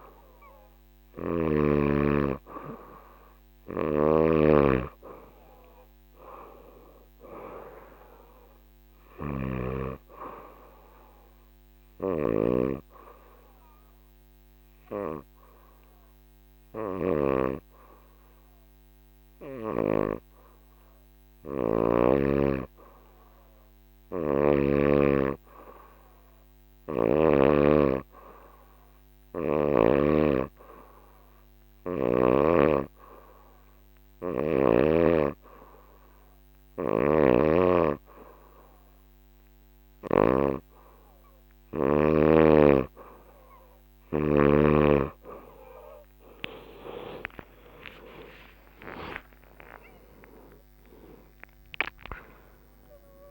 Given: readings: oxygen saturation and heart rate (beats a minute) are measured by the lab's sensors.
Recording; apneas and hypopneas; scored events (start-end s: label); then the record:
breathing in sleep by a microphone on the trachea; 1
0.00-1.50 s: snoring (device-marked)
0.00-4.50 s: arousal
0.50-21.50 s: oxygen desaturation (device-marked, oxygen 96% before, 91% lowest, heart rate 73 before, 72 extreme)
3.50-20.00 s: snoring (device-marked)
11.50-22.50 s: hypopnea (oxygen 96% before, 87% lowest, heart rate 73 before, 72 extreme, up 2 after)
22.50-25.50 s: arousal
29.50-53.31 s: oxygen desaturation (device-marked, oxygen 95% before, 87% lowest, heart rate 74 before, 67 extreme)
46.50-51.00 s: arousal
From the record:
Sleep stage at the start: N2 (light sleep); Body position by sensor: on the back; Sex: female